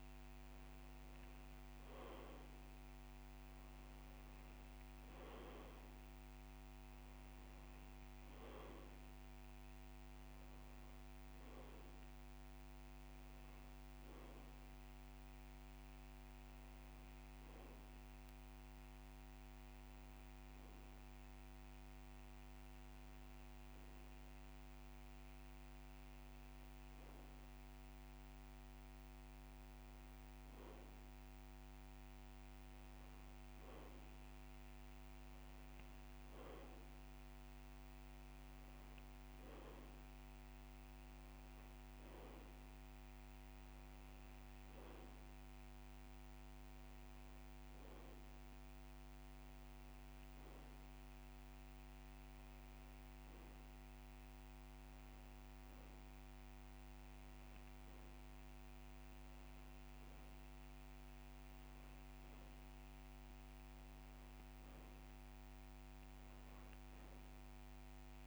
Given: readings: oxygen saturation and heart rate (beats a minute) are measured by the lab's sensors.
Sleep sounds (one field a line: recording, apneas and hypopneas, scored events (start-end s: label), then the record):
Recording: breathing in sleep, hard to hear, by a microphone on the trachea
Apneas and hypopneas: none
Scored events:
15.00-17.00 s: long interval between heartbeats (device-marked)
20.50-28.50 s: drop in pulse transit time (device-marked)
26.50-28.50 s: long interval between heartbeats (device-marked)
37.50-39.50 s: long interval between heartbeats (device-marked)
43.00-45.00 s: long interval between heartbeats (device-marked)
48.00-50.00 s: long interval between heartbeats (device-marked)
54.00-56.00 s: long interval between heartbeats (device-marked)
From the record:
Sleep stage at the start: N2 (light sleep)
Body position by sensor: on the back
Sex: male